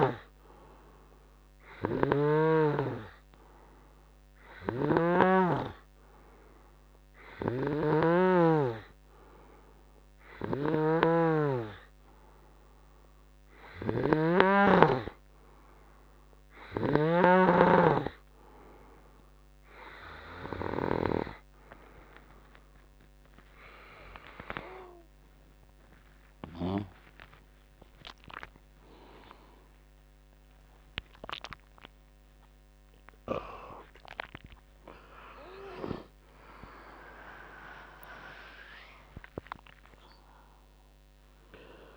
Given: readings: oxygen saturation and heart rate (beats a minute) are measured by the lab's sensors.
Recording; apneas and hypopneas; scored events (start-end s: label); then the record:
a person partly awake in a sleep study, by a microphone on the trachea; none
0.00-5.50 s: snoring (device-marked)
7.50-17.50 s: snoring (device-marked)
30.00-41.97 s: new sleep stage, awake
35.00-41.97 s: tachycardia (device-marked)
From the record:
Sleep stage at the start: N3 (deep sleep); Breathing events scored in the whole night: 176 in 3.6 hours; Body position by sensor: on the right side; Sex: male